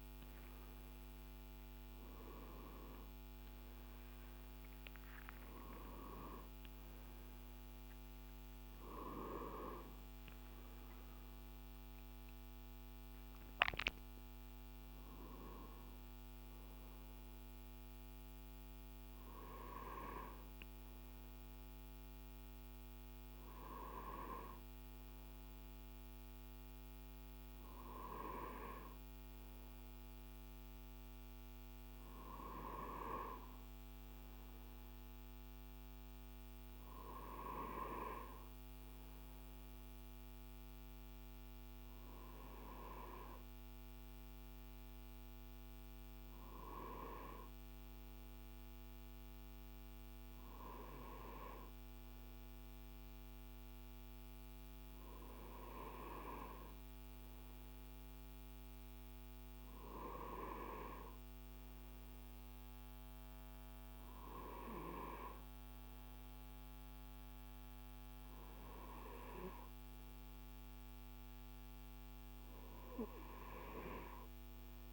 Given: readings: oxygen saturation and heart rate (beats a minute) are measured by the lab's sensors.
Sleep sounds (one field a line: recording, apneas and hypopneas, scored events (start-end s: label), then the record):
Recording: a person partly awake in a sleep study, by a microphone on the trachea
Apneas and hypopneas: none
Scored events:
25.50-55.50 s: new sleep stage, N1 (lightest sleep)
55.50-74.93 s: new sleep stage, N2 (light sleep)
From the record:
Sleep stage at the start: awake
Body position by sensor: on the right side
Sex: male